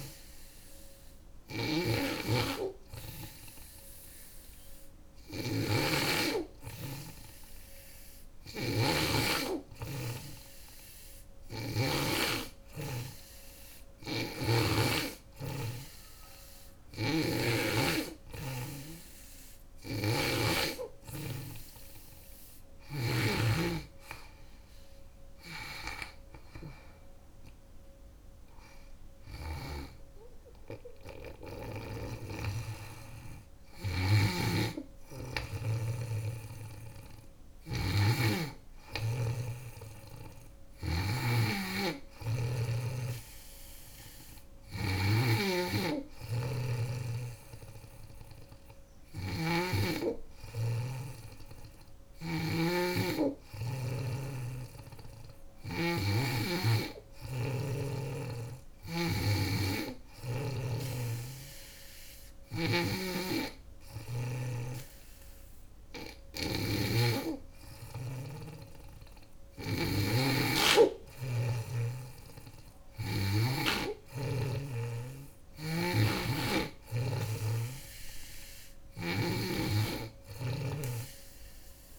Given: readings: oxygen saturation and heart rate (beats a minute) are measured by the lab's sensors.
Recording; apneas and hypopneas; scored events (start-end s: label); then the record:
breathing in sleep by a room microphone; none
0.00-11.50 s: snoring (device-marked)
16.00-22.50 s: snoring (device-marked)
33.50-55.00 s: snoring (device-marked)
62.00-69.00 s: snoring (device-marked)
78.50-81.98 s: snoring (device-marked)
From the record:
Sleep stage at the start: N2 (light sleep); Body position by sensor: on the back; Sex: female